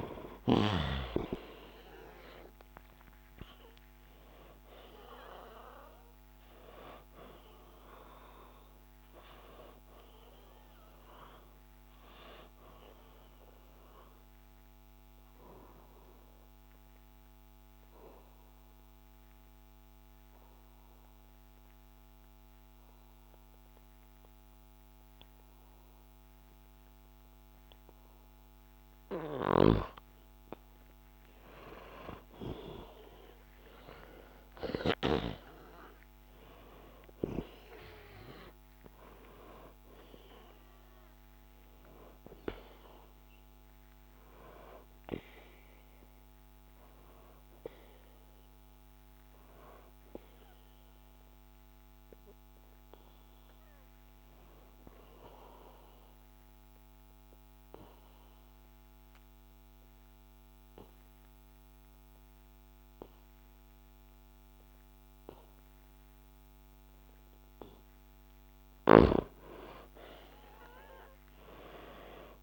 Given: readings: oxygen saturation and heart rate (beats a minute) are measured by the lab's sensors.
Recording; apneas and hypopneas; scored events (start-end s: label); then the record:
breathing in sleep by a microphone on the trachea; 2
0.00-1.00 s: snoring (device-marked)
0.00-3.50 s: arousal
6.00-21.00 s: oxygen desaturation (device-marked, oxygen 97% before, 93% lowest, heart rate 63 before, 59 extreme)
12.50-30.00 s: obstructive apnea (oxygen 97% before, 93% lowest, heart rate 63 before, 59 extreme, up 2 after)
31.50-37.50 s: arousal
46.00-68.00 s: obstructive apnea (oxygen 98% before, 92% lowest, heart rate 62 before, 61 extreme, up 1 after)
51.00-63.00 s: oxygen desaturation (device-marked, oxygen 97% before, 93% lowest, heart rate 62 before, 61 extreme)
71.00-72.43 s: arousal
From the record:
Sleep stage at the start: N2 (light sleep); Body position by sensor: on the back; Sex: male